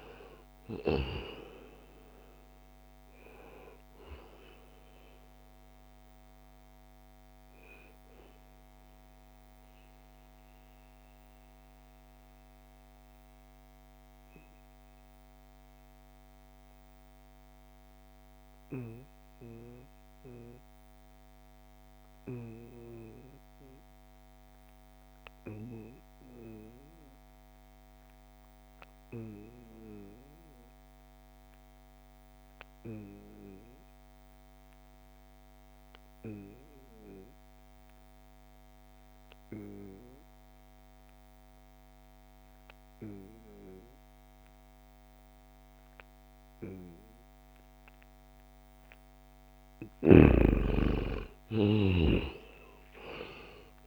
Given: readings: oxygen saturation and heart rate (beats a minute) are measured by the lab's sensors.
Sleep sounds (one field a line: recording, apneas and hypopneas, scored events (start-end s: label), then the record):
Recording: breathing in sleep by a microphone on the trachea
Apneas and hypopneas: 1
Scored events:
0.00-15.50 s: oxygen desaturation (device-marked, oxygen 84% lowest, heart rate 62 extreme)
8.50-49.00 s: mixed apnea (oxygen 96% before, 84% lowest, heart rate 72 before, 62 extreme, up 17 after)
39.50-53.87 s: oxygen desaturation (device-marked, oxygen 96% before, 84% lowest, heart rate 68 before, 62 extreme)
50.00-53.87 s: arousal
From the record:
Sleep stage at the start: N2 (light sleep)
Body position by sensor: on the back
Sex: male